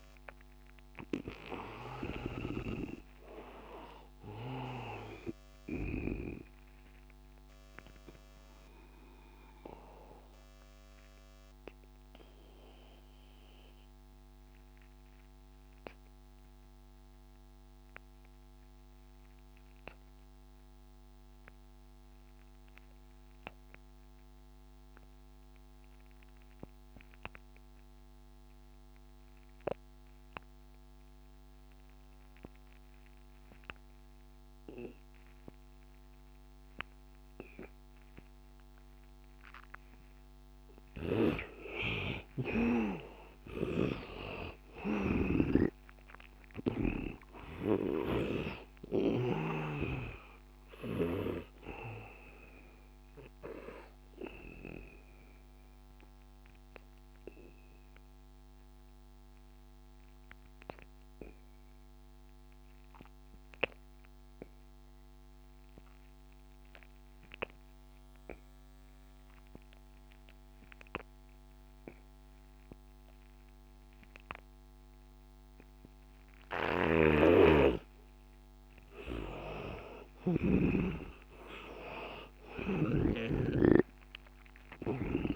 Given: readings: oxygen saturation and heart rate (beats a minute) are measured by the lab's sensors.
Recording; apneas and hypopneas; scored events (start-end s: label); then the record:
breathing in sleep by a microphone on the trachea; 2
0.00-17.00 s: oxygen desaturation (device-marked, oxygen 81% lowest, heart rate 79 extreme)
2.00-6.50 s: snoring (device-marked)
6.50-41.00 s: obstructive apnea (oxygen 99% before, 79% lowest, heart rate 89 before, 79 extreme, up 14 after)
28.00-68.00 s: oxygen desaturation (device-marked, oxygen 100% before, 79% lowest, heart rate 87 before, 78 extreme)
42.00-48.50 s: snoring (device-marked)
42.50-46.50 s: arousal
52.50-78.00 s: obstructive apnea (oxygen 99% before, 79% lowest, heart rate 86 before, 78 extreme, up 16 after)
76.50-80.50 s: snoring (device-marked)
79.50-83.50 s: arousal
81.00-85.36 s: oxygen desaturation (device-marked, oxygen 99% before, 82% lowest, heart rate 86 before, 82 extreme)
From the record:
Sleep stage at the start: N2 (light sleep); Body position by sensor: on the back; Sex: male